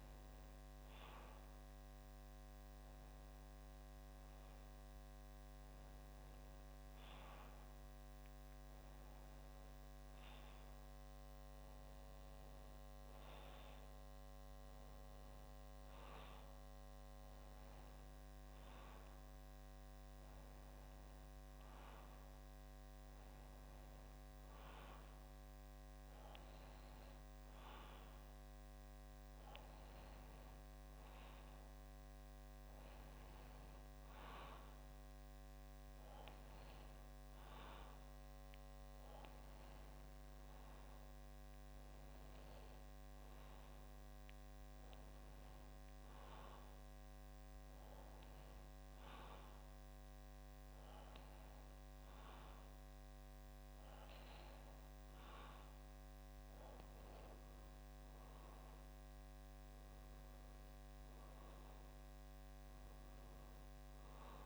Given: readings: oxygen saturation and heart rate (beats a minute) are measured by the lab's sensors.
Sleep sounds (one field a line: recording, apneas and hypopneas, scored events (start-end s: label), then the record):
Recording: breathing in sleep, hard to hear, by a microphone on the trachea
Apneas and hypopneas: none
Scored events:
none scored
From the record:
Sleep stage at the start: N2 (light sleep)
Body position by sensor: on the back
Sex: male